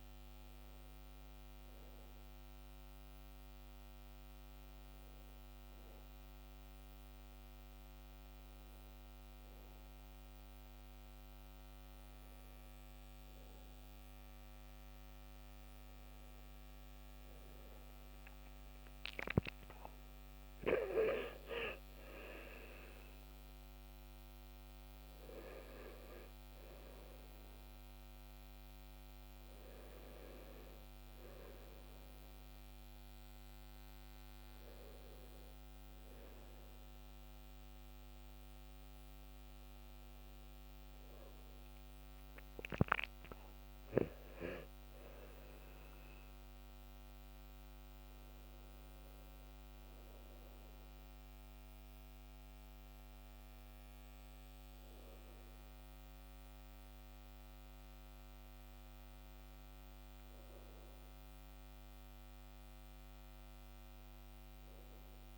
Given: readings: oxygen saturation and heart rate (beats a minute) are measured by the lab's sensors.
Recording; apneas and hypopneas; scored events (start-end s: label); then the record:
a person awake in a sleep study, by a microphone on the trachea; none
none scored
From the record:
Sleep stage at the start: awake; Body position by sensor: on the back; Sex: male